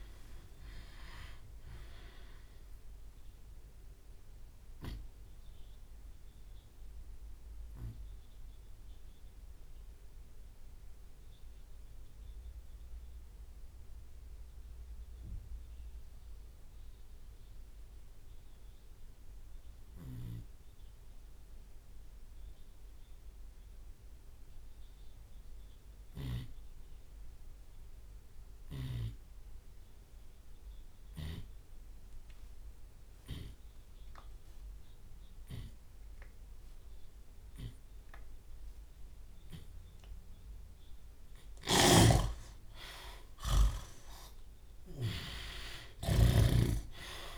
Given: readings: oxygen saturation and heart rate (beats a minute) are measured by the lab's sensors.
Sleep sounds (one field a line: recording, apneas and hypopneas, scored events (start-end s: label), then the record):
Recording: breathing in sleep by a room microphone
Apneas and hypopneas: 1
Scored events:
0.00-1.50 s: long interval between heartbeats (device-marked, heart rate 155 extreme)
0.00-5.00 s: drop in pulse transit time (device-marked, heart rate 128 extreme)
0.00-7.00 s: tachycardia (device-marked, heart rate 178 extreme)
1.50-3.50 s: long interval between heartbeats (device-marked, heart rate 134 before, 178 extreme)
4.50-40.00 s: obstructive apnea (oxygen 98% before, 84% lowest)
21.00-30.00 s: oxygen desaturation (device-marked, oxygen 97% before, 87% lowest, heart rate 100 before, 57 extreme)
29.00-31.00 s: long interval between heartbeats (device-marked, heart rate 54 before, 64 extreme)
29.00-47.38 s: tachycardia (device-marked, heart rate 82 before, 137 extreme)
32.00-34.00 s: long interval between heartbeats (device-marked, heart rate 56 before, 102 extreme)
38.00-40.00 s: long interval between heartbeats (device-marked, heart rate 82 before, 119 extreme)
40.00-42.00 s: long interval between heartbeats (device-marked, heart rate 88 before, 119 extreme)
41.50-45.50 s: snoring (device-marked)
42.00-47.38 s: arousal
44.00-46.00 s: long interval between heartbeats (device-marked, heart rate 99 before, 111 extreme)
46.00-47.38 s: drop in pulse transit time (device-marked, heart rate 105 before, 56 extreme)
From the record:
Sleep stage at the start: N2 (light sleep)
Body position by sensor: on the left side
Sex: male